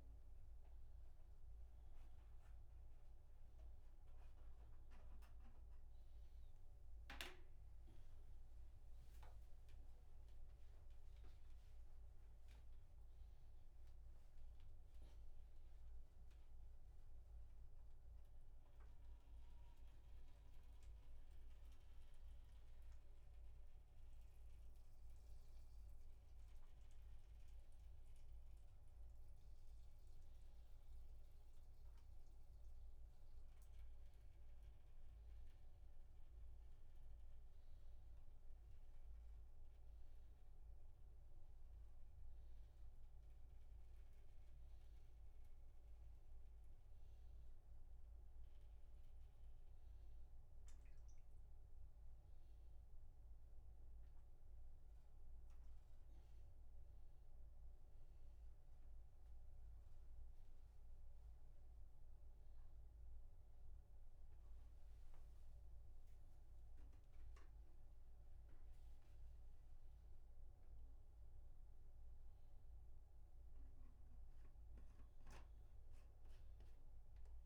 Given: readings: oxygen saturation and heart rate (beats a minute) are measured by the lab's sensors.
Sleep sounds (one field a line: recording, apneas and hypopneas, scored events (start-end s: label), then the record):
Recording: a person awake in a sleep study, hard to hear, by a room microphone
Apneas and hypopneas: none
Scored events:
40.00-42.00 s: oxygen desaturation (device-marked, oxygen 98% before, 95% lowest, heart rate 120 before, 57 extreme)
From the record:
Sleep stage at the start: awake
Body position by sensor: upright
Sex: male